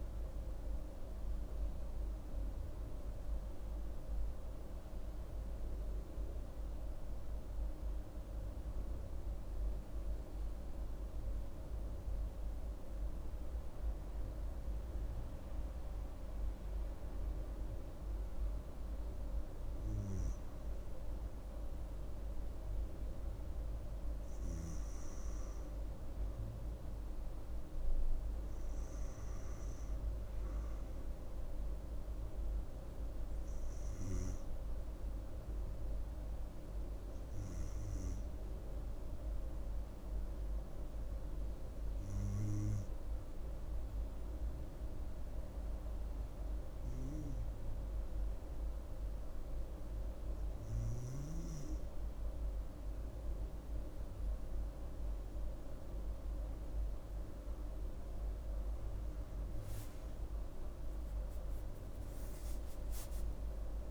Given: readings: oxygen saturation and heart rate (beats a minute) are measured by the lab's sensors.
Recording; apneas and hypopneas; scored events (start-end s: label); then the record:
breathing in sleep, hard to hear, by a room microphone; 1
0.00-1.50 s: oxygen desaturation (device-marked, oxygen 92% lowest)
3.00-17.50 s: central apnea (oxygen 97% before, 91% lowest)
20.00-23.50 s: arousal
22.50-40.50 s: oxygen desaturation (device-marked, oxygen 97% before, 91% lowest)
57.50-61.00 s: arousal
From the record:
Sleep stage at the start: N2 (light sleep); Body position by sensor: on the back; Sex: female